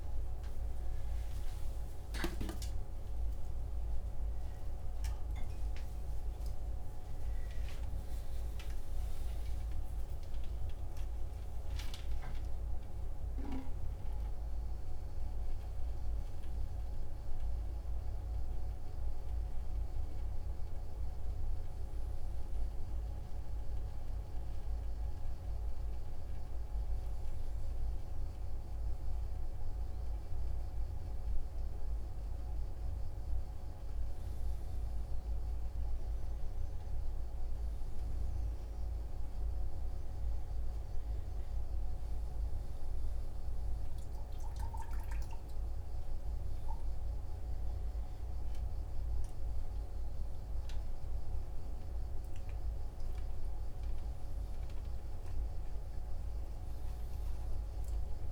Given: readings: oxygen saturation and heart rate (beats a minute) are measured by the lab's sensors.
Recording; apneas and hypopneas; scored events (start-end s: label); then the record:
a person awake in a sleep study, hard to hear, by a room microphone; none
none scored
From the record:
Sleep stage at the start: awake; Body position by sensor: on the front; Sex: male